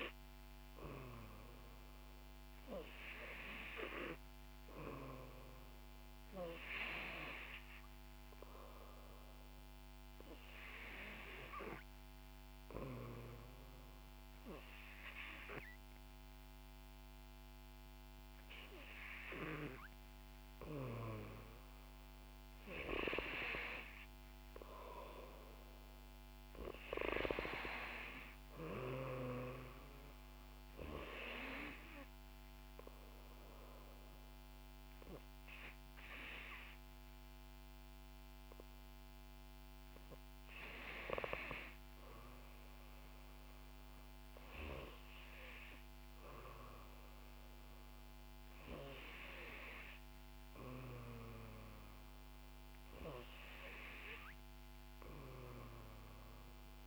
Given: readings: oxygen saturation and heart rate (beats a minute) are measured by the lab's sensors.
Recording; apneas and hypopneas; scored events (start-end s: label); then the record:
breathing in sleep by a microphone on the trachea; 1
10.00-22.00 s: hypopnea (oxygen 92% before, 88% lowest, heart rate 65 before, 63 extreme, up 0 after)
24.50-28.00 s: arousal
From the record:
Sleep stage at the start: N3 (deep sleep); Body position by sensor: on the back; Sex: female